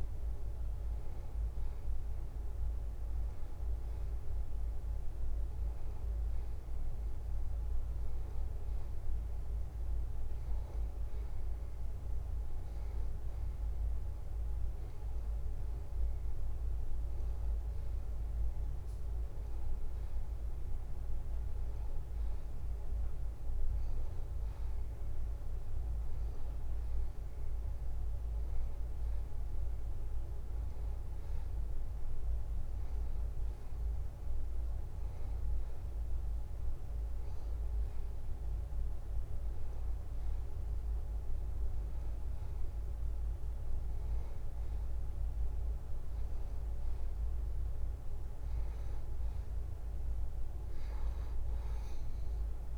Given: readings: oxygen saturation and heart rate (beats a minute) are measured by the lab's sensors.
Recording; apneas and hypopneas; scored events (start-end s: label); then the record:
breathing in sleep, hard to hear, by a room microphone; none
none scored
From the record:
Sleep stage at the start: N2 (light sleep); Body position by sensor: on the back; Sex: male